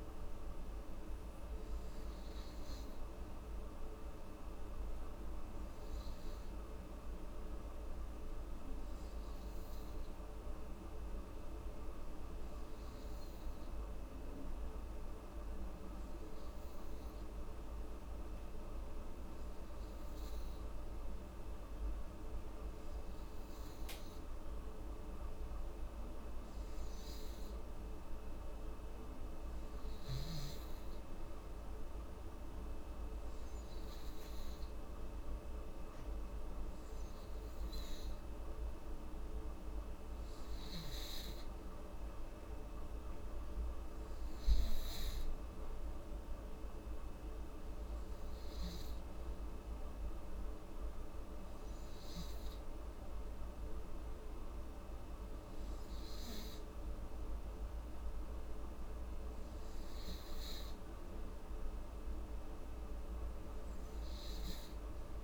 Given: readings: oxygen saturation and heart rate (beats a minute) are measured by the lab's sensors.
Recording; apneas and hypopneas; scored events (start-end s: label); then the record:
breathing in sleep, hard to hear, by a room microphone; none
33.00-54.00 s: oxygen desaturation (device-marked, oxygen 95% before, 92% lowest, heart rate 70 before, 69 extreme)
From the record:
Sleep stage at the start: N2 (light sleep); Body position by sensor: on the back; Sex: female